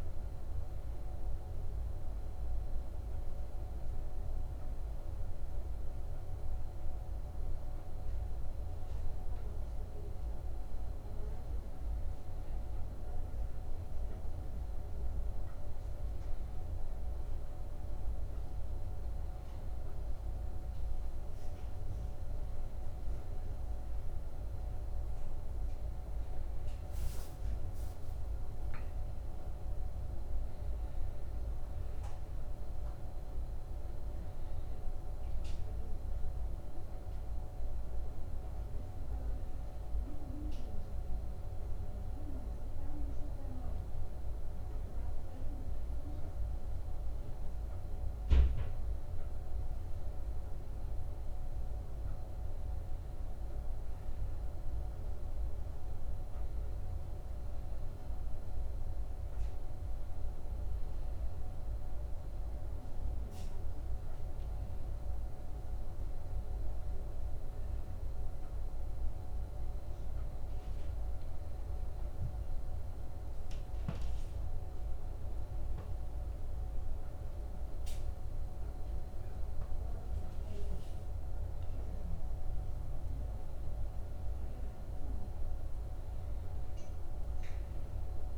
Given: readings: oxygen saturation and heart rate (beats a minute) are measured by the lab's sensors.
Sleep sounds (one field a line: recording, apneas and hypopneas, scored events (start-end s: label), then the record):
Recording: a person awake in a sleep study, hard to hear, by a room microphone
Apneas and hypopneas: 1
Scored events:
60.50-88.38 s: new sleep stage, N1 (lightest sleep)
72.00-82.50 s: hypopnea (oxygen 96% before, 91% lowest, heart rate 88 before, 85 extreme, up 2 after)
85.00-88.38 s: arousal
From the record:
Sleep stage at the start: awake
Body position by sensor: on the back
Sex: male